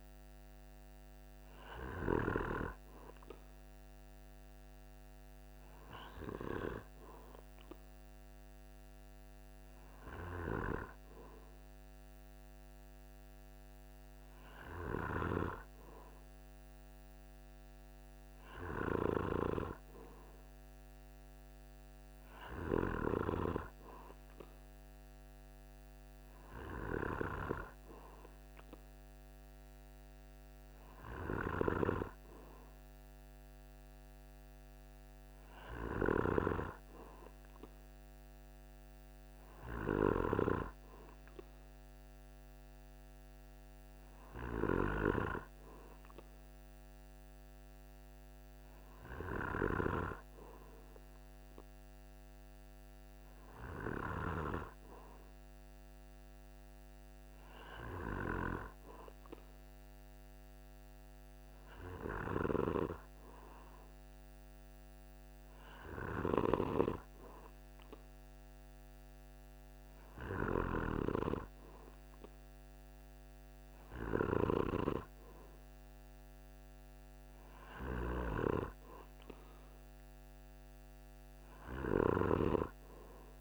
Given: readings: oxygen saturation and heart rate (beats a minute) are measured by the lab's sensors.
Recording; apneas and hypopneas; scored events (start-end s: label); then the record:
breathing in sleep by a microphone on the trachea; none
61.50-70.50 s: snoring (device-marked)
77.00-81.50 s: snoring (device-marked)
From the record:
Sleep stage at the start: N2 (light sleep); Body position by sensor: on the back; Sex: male